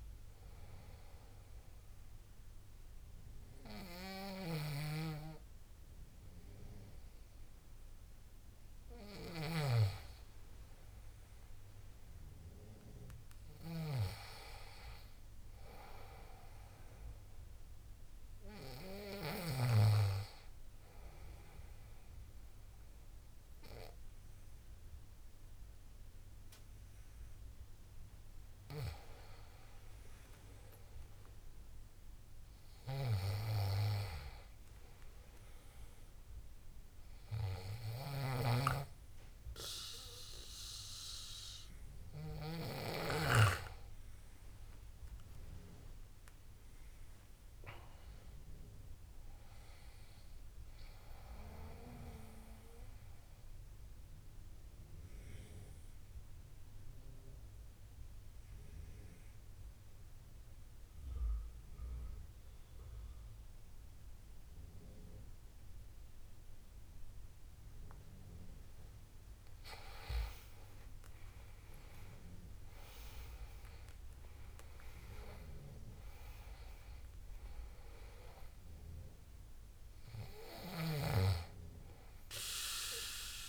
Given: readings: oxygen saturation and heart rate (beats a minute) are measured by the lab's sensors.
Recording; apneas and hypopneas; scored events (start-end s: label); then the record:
breathing in sleep by a room microphone; 1
47.00-49.50 s: arousal
52.00-67.00 s: obstructive apnea (oxygen 96% before, 86% lowest, heart rate 84 before, 72 extreme, up 9 after)
68.50-71.00 s: arousal
70.50-83.49 s: oxygen desaturation (device-marked, oxygen 96% before, 86% lowest, heart rate 77 before, 73 extreme)
From the record:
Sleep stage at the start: N2 (light sleep); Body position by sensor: on the back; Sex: male